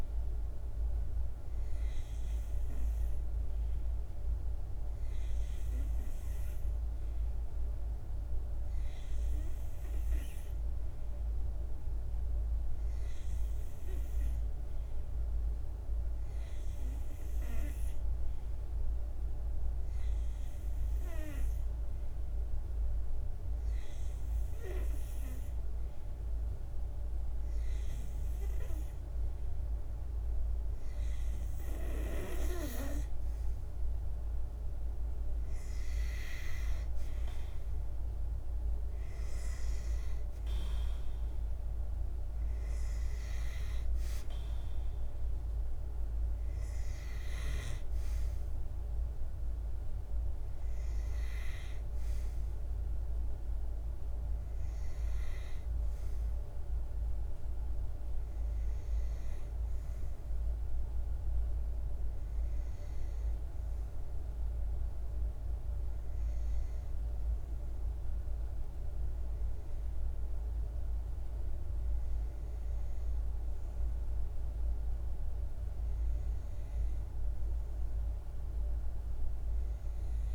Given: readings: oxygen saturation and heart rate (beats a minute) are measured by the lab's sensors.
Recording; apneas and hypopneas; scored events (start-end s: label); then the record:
breathing in sleep, hard to hear, by a room microphone; none
none scored
From the record:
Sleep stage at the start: N2 (light sleep); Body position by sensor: on the back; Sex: male